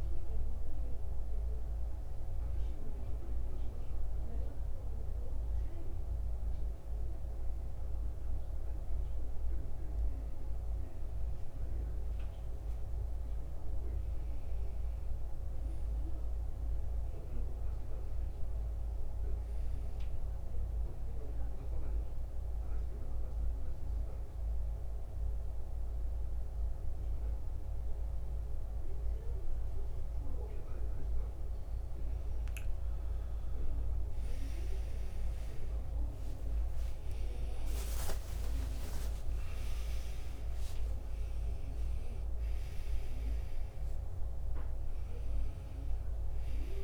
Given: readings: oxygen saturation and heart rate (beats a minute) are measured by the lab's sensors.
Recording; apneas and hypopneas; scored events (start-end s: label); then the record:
breathing in sleep, hard to hear, by a room microphone; 1
10.00-13.50 s: arousal
19.50-30.50 s: central apnea (oxygen 95% before, 90% lowest, heart rate 77 before, 73 extreme, up 14 after)
34.00-39.00 s: arousal
38.00-46.84 s: new sleep stage, N1 (lightest sleep)
40.00-46.84 s: oxygen desaturation (device-marked, oxygen 93% before, 90% lowest, heart rate 78 before, 74 extreme)
From the record:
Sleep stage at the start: N2 (light sleep); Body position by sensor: on the back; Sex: male